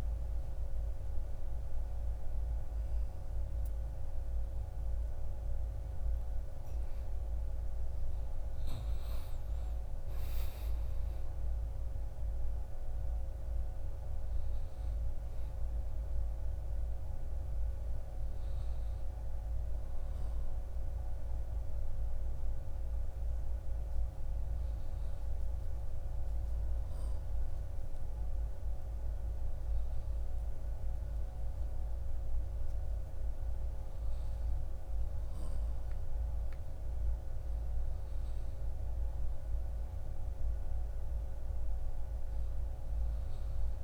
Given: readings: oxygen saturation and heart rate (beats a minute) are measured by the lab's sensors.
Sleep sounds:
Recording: breathing in sleep, hard to hear, by a room microphone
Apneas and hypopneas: 1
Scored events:
9.00-12.50 s: arousal
19.50-31.50 s: hypopnea (oxygen 96% before, 92% lowest, heart rate 63 before, 57 extreme, up 0 after)
34.00-37.00 s: arousal
From the record:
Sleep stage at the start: N2 (light sleep)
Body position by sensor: on the back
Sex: male

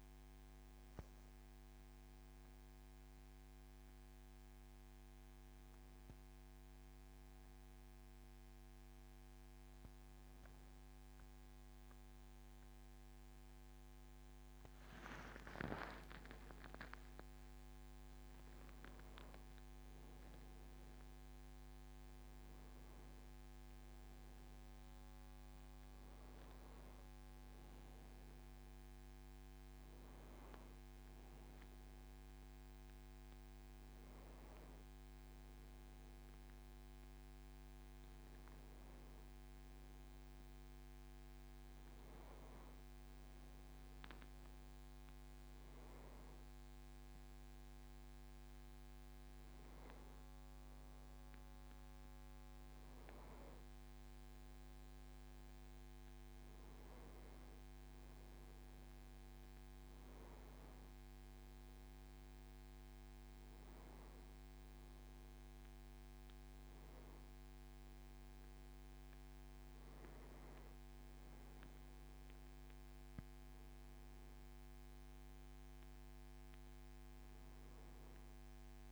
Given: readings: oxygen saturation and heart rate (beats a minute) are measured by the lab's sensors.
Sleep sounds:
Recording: a person awake in a sleep study, hard to hear, by a microphone on the trachea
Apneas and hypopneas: none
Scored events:
none scored
From the record:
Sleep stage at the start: awake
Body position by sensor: on the back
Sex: male

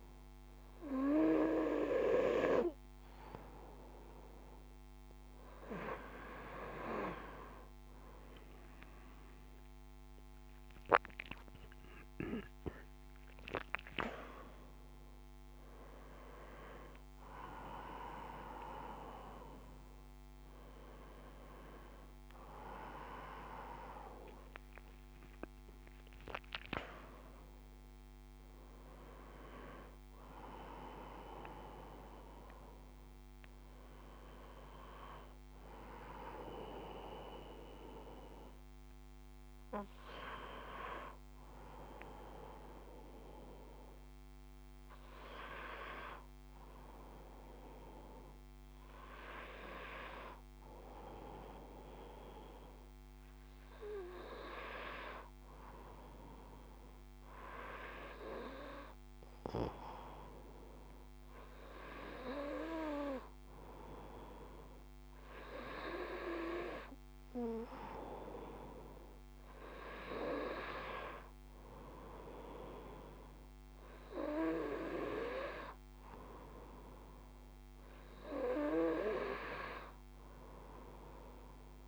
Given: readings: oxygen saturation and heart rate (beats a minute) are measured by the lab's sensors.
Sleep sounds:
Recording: breathing in sleep by a microphone on the trachea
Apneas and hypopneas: none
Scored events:
8.00-12.00 s: arousal
From the record:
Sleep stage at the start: N2 (light sleep)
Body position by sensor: on the front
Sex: male

